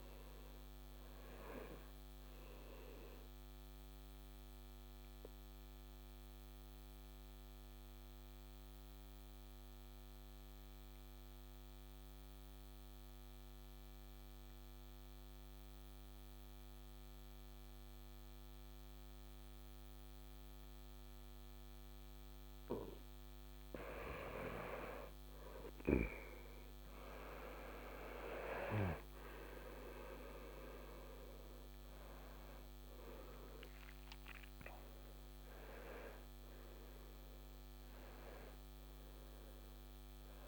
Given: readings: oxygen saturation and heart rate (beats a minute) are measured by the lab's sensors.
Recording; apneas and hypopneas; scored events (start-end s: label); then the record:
breathing in sleep by a microphone on the trachea; 1
0.00-11.00 s: oxygen desaturation (device-marked, oxygen 91% lowest, heart rate 64 extreme)
3.50-22.50 s: obstructive apnea (oxygen 97% before, 85% lowest, heart rate 67 before, 64 extreme, up 5 after)
21.00-40.48 s: oxygen desaturation (device-marked, oxygen 97% before, 85% lowest, heart rate 69 before, 62 extreme)
25.00-30.00 s: arousal
From the record:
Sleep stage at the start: N2 (light sleep); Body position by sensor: on the back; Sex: male